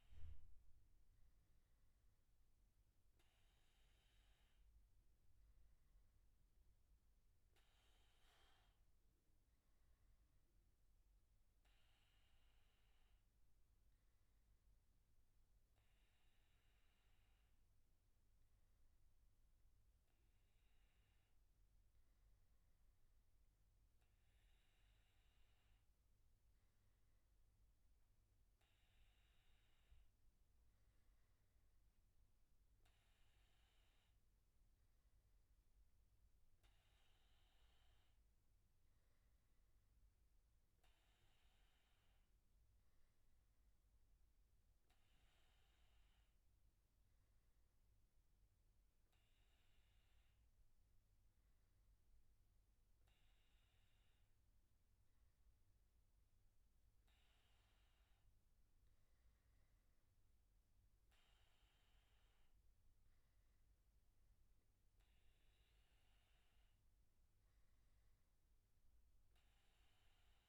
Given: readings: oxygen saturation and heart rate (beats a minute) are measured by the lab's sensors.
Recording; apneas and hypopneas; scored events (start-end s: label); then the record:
breathing in sleep, hard to hear, by a room microphone; none
none scored
From the record:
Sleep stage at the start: N2 (light sleep); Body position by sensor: on the back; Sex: male